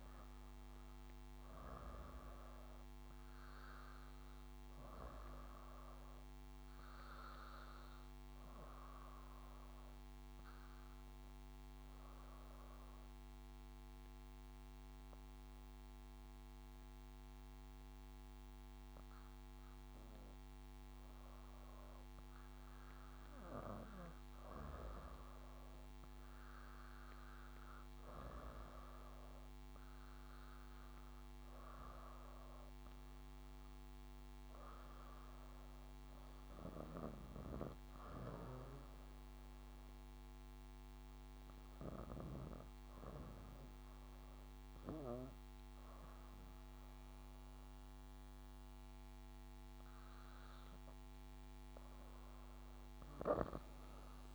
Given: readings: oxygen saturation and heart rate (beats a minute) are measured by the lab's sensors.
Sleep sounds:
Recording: breathing in sleep by a microphone on the trachea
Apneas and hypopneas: 1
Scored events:
0.00-15.00 s: drop in pulse transit time (device-marked, heart rate 75 before, 80 extreme)
0.00-17.00 s: oxygen desaturation (device-marked, oxygen 80% lowest, heart rate 76 extreme)
9.00-24.00 s: obstructive apnea (oxygen 87% before, 76% lowest, heart rate 78 before, 76 extreme, up 0 after)
25.00-41.00 s: oxygen desaturation (device-marked, oxygen 88% before, 76% lowest, heart rate 80 before, 73 extreme)
37.00-42.50 s: snoring (device-marked)
38.00-48.00 s: drop in pulse transit time (device-marked, heart rate 78 before, 76 extreme)
From the record:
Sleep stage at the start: REM sleep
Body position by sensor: on the back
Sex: female

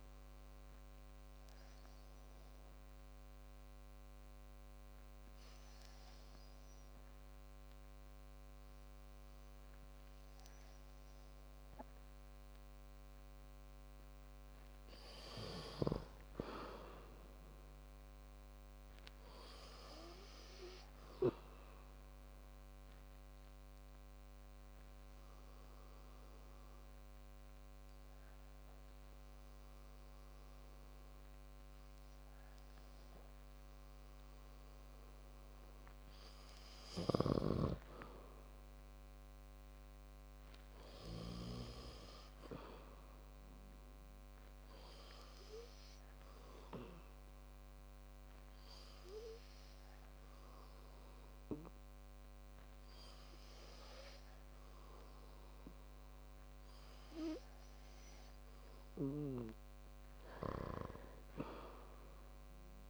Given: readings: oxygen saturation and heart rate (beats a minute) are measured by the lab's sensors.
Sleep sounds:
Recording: breathing in sleep by a microphone on the trachea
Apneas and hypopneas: 2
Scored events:
1.00-14.50 s: obstructive apnea (oxygen 97% before, 90% lowest, heart rate 62 before, 65 extreme, up 10 after)
17.00-20.50 s: arousal
25.00-36.00 s: hypopnea (oxygen 97% before, 90% lowest, heart rate 70 before, 52 extreme, up 6 after)
38.50-43.00 s: arousal
41.50-59.50 s: oxygen desaturation (device-marked, oxygen 95% before, 90% lowest, heart rate 70 before, 52 extreme)
From the record:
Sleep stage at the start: N2 (light sleep)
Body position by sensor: on the back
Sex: male

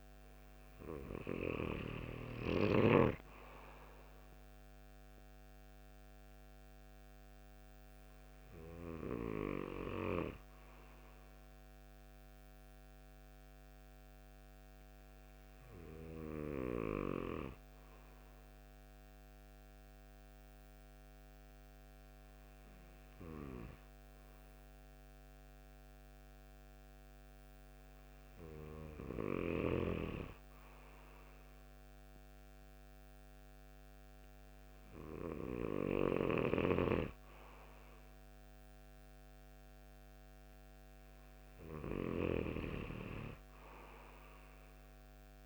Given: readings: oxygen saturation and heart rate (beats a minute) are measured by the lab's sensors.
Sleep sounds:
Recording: breathing in sleep by a microphone on the trachea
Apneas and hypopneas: none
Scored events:
36.00-42.00 s: snoring (device-marked)
From the record:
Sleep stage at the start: N2 (light sleep)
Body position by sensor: on the right side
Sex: male

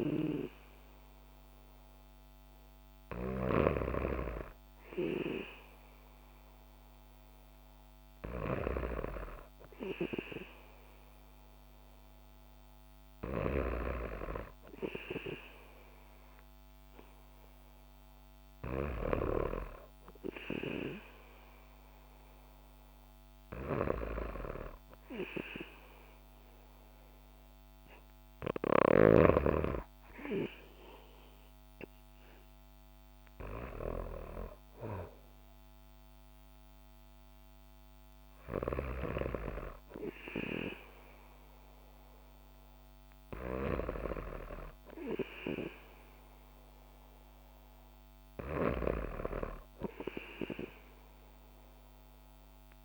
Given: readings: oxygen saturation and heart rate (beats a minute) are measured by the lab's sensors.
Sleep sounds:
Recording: breathing in sleep by a microphone on the trachea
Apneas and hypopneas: none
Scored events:
none scored
From the record:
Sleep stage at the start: N2 (light sleep)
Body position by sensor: on the back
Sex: female

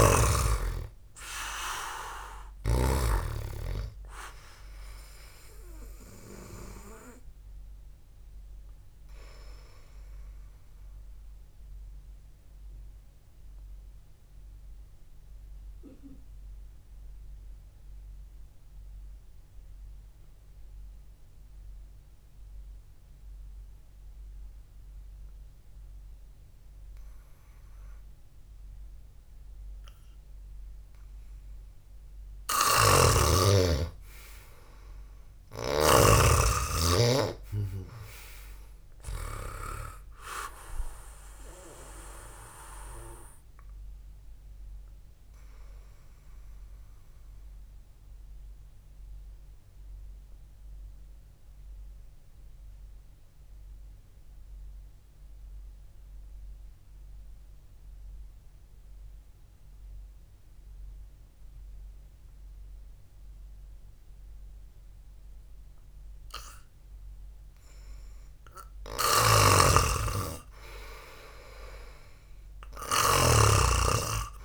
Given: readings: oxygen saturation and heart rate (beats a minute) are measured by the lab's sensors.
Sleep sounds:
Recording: breathing in sleep by a room microphone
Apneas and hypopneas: 2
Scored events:
0.00-3.50 s: snoring (device-marked)
11.00-30.00 s: obstructive apnea (oxygen 97% before, 90% lowest, heart rate 59 before, 53 extreme, up 0 after)
19.00-29.00 s: oxygen desaturation (device-marked, oxygen 95% before, 90% lowest, heart rate 58 before, 53 extreme)
33.00-36.50 s: snoring (device-marked)
34.00-37.50 s: arousal
47.50-68.00 s: obstructive apnea (oxygen 97% before, 89% lowest, heart rate 57 before, 53 extreme)
69.50-72.50 s: arousal
69.50-73.50 s: snoring (device-marked)
From the record:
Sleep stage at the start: N2 (light sleep)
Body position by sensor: on the back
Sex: male

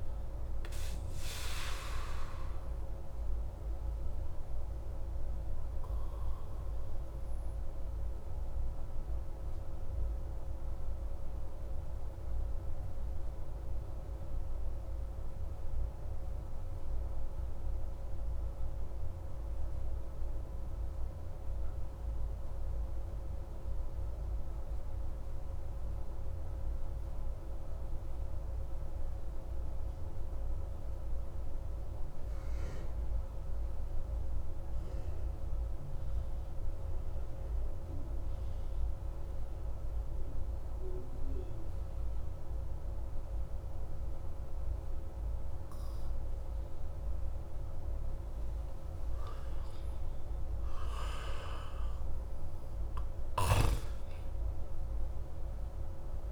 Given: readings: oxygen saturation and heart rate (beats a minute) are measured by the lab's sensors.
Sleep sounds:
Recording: breathing in sleep, hard to hear, by a room microphone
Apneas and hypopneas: 1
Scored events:
0.00-24.50 s: oxygen desaturation (device-marked, oxygen 90% lowest)
2.50-48.00 s: obstructive apnea (oxygen 97% before, 86% lowest)
42.50-56.32 s: oxygen desaturation (device-marked, oxygen 95% before, 86% lowest)
50.50-56.32 s: arousal
From the record:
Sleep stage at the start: N2 (light sleep)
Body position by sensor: on the back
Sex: male

